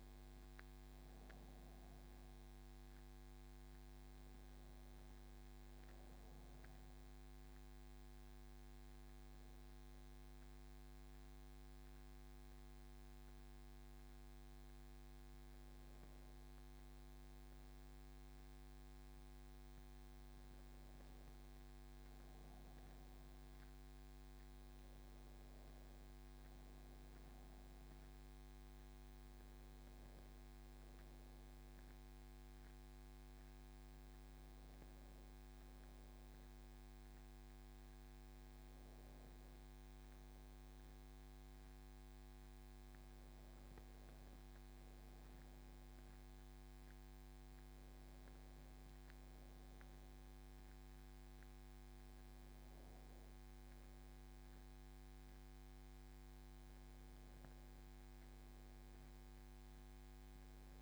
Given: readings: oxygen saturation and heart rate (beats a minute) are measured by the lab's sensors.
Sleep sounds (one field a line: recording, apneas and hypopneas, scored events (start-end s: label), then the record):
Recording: breathing in sleep, hard to hear, by a microphone on the trachea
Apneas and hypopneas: none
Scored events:
none scored
From the record:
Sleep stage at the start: N2 (light sleep)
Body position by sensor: on the back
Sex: male